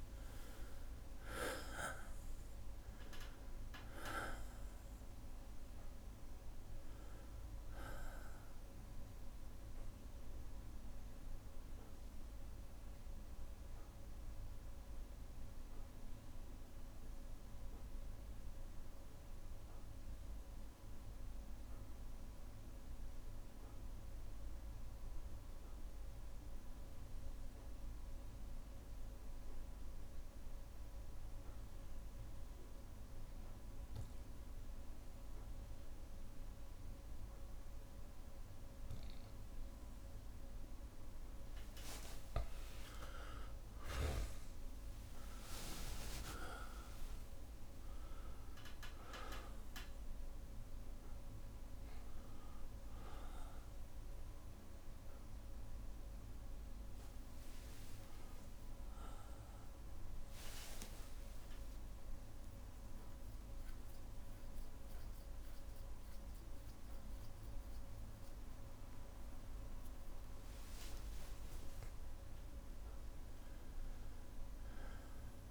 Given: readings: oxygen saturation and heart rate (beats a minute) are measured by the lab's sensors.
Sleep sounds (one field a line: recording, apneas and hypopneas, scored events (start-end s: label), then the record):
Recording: a person partly awake in a sleep study, by a room microphone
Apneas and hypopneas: 1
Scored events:
0.00-1.00 s: arousal
0.00-20.00 s: oxygen desaturation (device-marked, oxygen 92% lowest, heart rate 59 extreme)
10.00-38.50 s: obstructive apnea (oxygen 99% before, 92% lowest, heart rate 63 before, 59 extreme, up 41 after)
15.00-18.00 s: bradycardia (device-marked, heart rate 64 before, 60 extreme)
38.00-68.00 s: oxygen desaturation (device-marked, oxygen 99% before, 92% lowest, heart rate 61 before, 27 extreme)
41.00-71.00 s: new sleep stage, awake
42.50-44.50 s: long interval between heartbeats (device-marked, heart rate 61 before, 81 extreme)
43.00-46.00 s: tachycardia (device-marked, heart rate 64 before, 90 extreme)
46.50-48.50 s: long interval between heartbeats (device-marked, heart rate 66 before, 102 extreme)
57.50-59.50 s: long interval between heartbeats (device-marked, heart rate 77 before, 80 extreme)
58.00-61.00 s: tachycardia (device-marked, heart rate 64 before, 89 extreme)
61.00-63.00 s: long interval between heartbeats (device-marked, heart rate 81 before, 116 extreme)
62.00-74.00 s: tachycardia (device-marked, heart rate 65 before, 147 extreme)
65.50-67.50 s: long interval between heartbeats (device-marked, heart rate 88 before, 115 extreme)
71.00-73.00 s: long interval between heartbeats (device-marked, heart rate 96 before, 120 extreme)
71.00-75.50 s: new sleep stage, N2 (light sleep)
74.00-75.50 s: bradycardia (device-marked, heart rate 66 before, 27 extreme)
From the record:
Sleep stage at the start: N2 (light sleep)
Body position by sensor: on the back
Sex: male